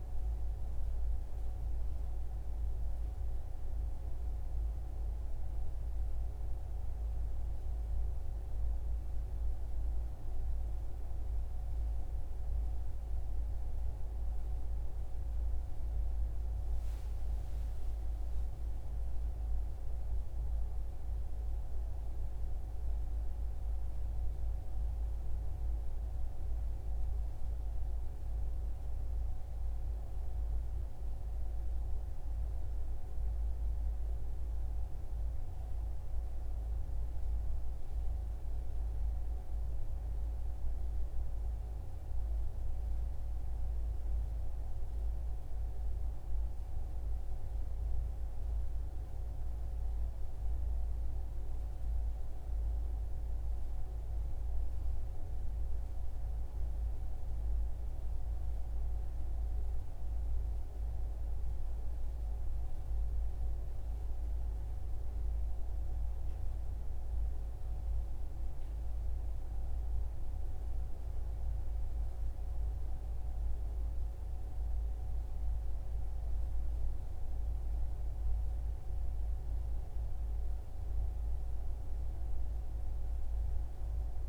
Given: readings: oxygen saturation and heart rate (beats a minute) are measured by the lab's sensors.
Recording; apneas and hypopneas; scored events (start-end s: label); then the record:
breathing in sleep, hard to hear, by a room microphone; none
0.00-1.50 s: oxygen desaturation (device-marked, oxygen 94% lowest, heart rate 68 extreme)
From the record:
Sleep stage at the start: N1 (lightest sleep); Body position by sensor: on the right side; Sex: male